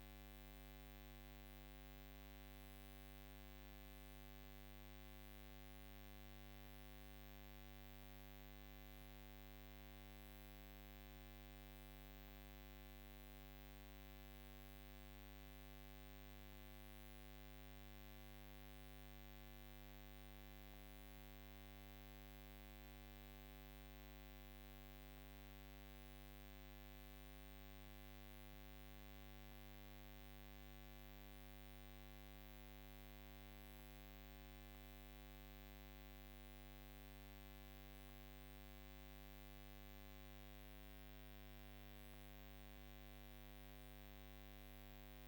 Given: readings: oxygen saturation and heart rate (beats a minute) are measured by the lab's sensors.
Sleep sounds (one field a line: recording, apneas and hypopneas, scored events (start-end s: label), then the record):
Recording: breathing in sleep, hard to hear, by a microphone on the trachea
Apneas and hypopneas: none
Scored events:
none scored
From the record:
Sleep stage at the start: N2 (light sleep)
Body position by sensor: on the right side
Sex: female